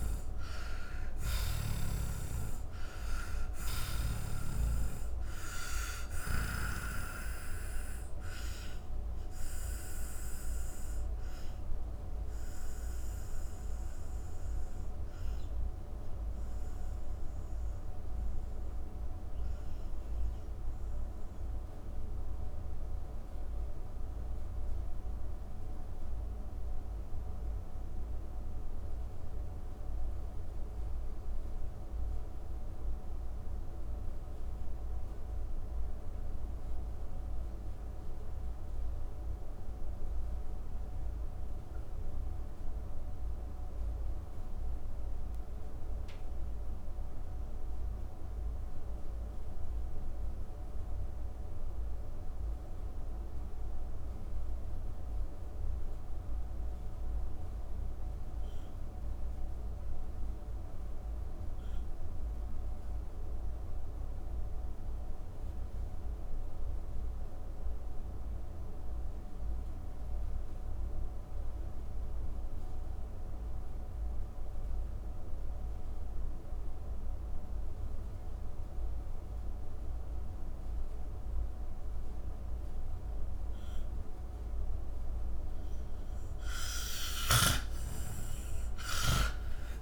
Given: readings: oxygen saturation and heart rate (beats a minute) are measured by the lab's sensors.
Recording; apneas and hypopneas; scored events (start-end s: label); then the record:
breathing in sleep by a room microphone; 1
0.00-43.50 s: oxygen desaturation (device-marked, oxygen 79% lowest, heart rate 85 extreme)
1.50-6.00 s: snoring (device-marked)
6.50-85.50 s: mixed apnea (oxygen 97% before, 77% lowest, heart rate 119 before, 102 extreme, up 44 after)
76.50-89.82 s: oxygen desaturation (device-marked, oxygen 97% before, 77% lowest, heart rate 146 before, 100 extreme)
87.00-89.82 s: arousal
From the record:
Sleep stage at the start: N2 (light sleep); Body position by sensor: on the back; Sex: male